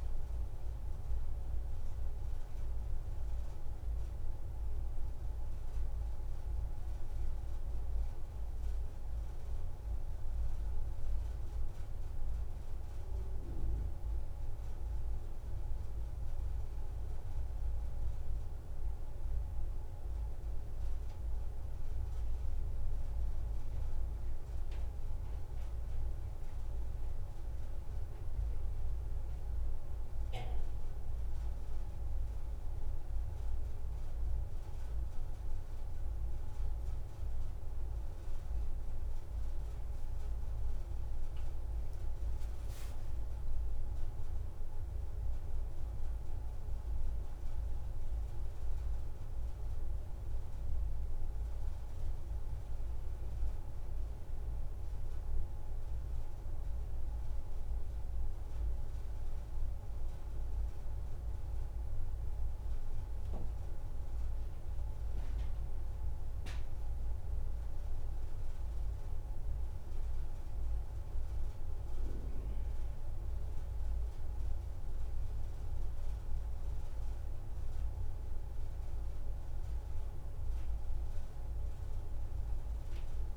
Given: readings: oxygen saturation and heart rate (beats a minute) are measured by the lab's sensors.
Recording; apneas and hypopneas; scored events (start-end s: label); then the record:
breathing in sleep, hard to hear, by a room microphone; none
53.50-58.00 s: arousal
From the record:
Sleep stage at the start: N1 (lightest sleep); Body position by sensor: on the back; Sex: female